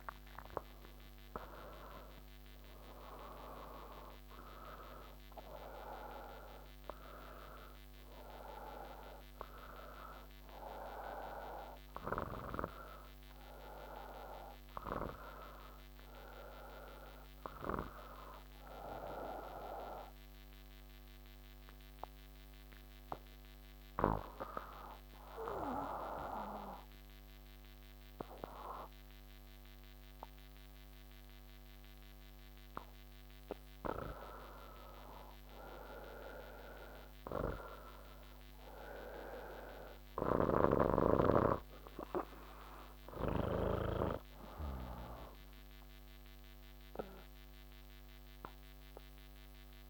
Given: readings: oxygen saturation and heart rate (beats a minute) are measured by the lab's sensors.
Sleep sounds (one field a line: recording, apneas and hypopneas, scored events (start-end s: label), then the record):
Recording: breathing in sleep by a microphone on the trachea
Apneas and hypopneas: 1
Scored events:
22.50-49.89 s: oxygen desaturation (device-marked, oxygen 97% before, 92% lowest)
26.00-36.00 s: obstructive apnea (oxygen 98% before, 92% lowest, heart rate 176 before, 97 extreme)
From the record:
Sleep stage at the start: N1 (lightest sleep)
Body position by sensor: on the back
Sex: male